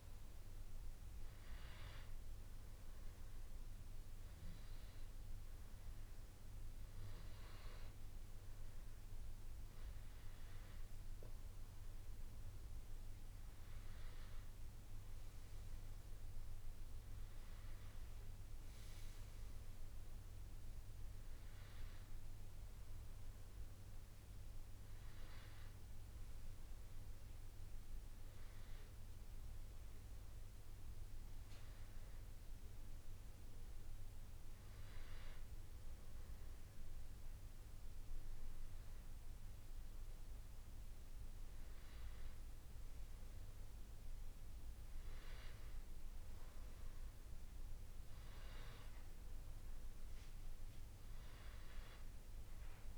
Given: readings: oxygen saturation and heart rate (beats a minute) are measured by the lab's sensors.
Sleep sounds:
breathing in sleep, hard to hear, by a room microphone; 1
0.50-11.50 s: hypopnea (oxygen 97% before, 95% lowest, heart rate 86 before, 84 extreme, up 3 after)
13.50-17.00 s: arousal
From the record:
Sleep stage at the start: N2 (light sleep); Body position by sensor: on the back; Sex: male

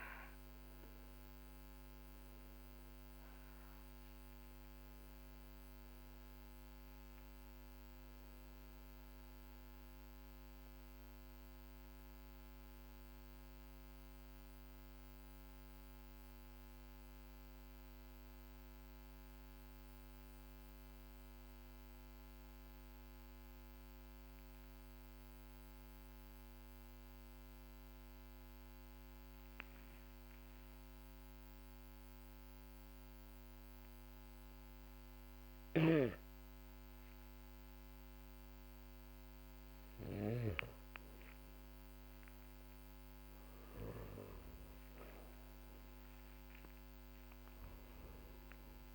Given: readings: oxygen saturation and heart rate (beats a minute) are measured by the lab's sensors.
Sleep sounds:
breathing in sleep, hard to hear, by a microphone on the trachea; 1
0.00-19.50 s: oxygen desaturation (device-marked, oxygen 90% lowest, heart rate 43 extreme)
0.50-39.00 s: obstructive apnea (oxygen 97% before, 90% lowest, heart rate 52 before, 43 extreme, up 8 after)
40.00-44.00 s: arousal
From the record:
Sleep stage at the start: N1 (lightest sleep); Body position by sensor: on the back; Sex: male

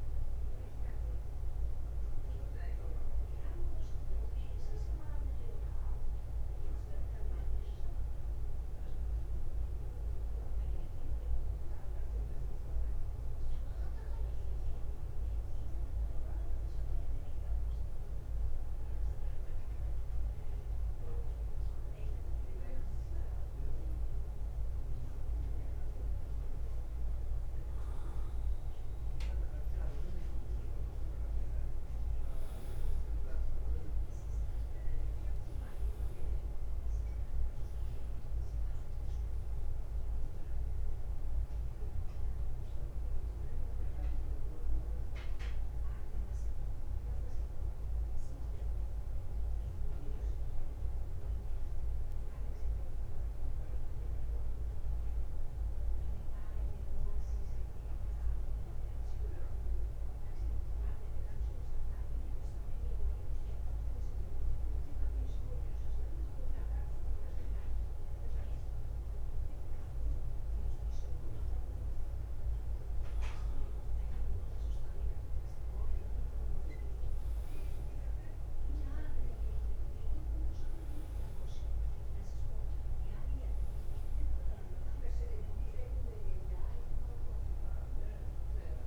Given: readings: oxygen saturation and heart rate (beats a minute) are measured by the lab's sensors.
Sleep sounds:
breathing in sleep, hard to hear, by a room microphone; 2
0.00-88.87 s: bradycardia (device-marked, heart rate 46 extreme)
9.00-26.00 s: obstructive apnea (oxygen 98% before, 90% lowest, heart rate 54 before, 48 extreme, up 2 after)
30.50-36.00 s: arousal
35.00-65.00 s: oxygen desaturation (device-marked, oxygen 98% before, 90% lowest, heart rate 54 before, 48 extreme)
54.50-70.50 s: obstructive apnea (oxygen 98% before, 90% lowest, heart rate 53 before, 46 extreme, up 2 after)
76.50-82.00 s: arousal
80.00-88.87 s: oxygen desaturation (device-marked, oxygen 98% before, 92% lowest, heart rate 53 before, 46 extreme)
From the record:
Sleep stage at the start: N2 (light sleep); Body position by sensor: on the back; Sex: male

